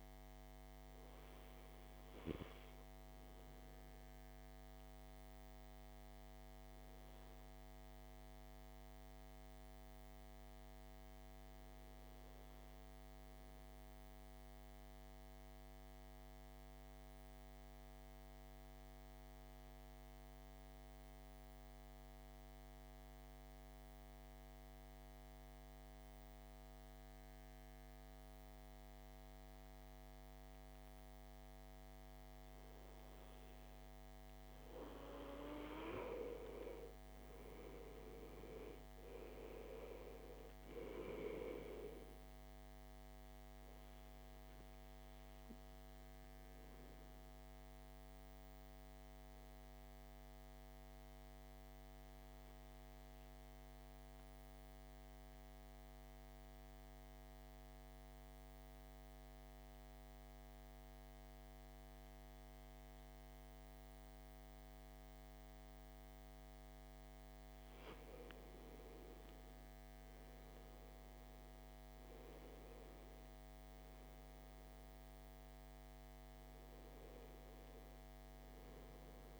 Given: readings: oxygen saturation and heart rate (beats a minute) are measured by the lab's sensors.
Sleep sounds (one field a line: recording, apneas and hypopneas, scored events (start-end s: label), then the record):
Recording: breathing in sleep by a microphone on the trachea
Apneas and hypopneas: 2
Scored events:
0.50-29.50 s: oxygen desaturation (device-marked, oxygen 98% before, 87% lowest, heart rate 58 before, 52 extreme)
4.00-32.50 s: obstructive apnea (oxygen 98% before, 85% lowest, heart rate 59 before, 52 extreme, up 7 after)
36.00-39.00 s: arousal
38.50-50.50 s: oxygen desaturation (device-marked, oxygen 99% before, 91% lowest, heart rate 56 before, 54 extreme)
44.50-67.00 s: obstructive apnea (oxygen 99% before, 85% lowest, heart rate 59 before, 53 extreme, up 10 after)
52.50-68.50 s: oxygen desaturation (device-marked, oxygen 94% before, 85% lowest, heart rate 59 before, 53 extreme)
69.50-73.00 s: arousal
74.50-79.40 s: oxygen desaturation (device-marked, oxygen 99% before, 89% lowest, heart rate 56 before, 53 extreme)
From the record:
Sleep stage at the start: N2 (light sleep)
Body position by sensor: on the back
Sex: male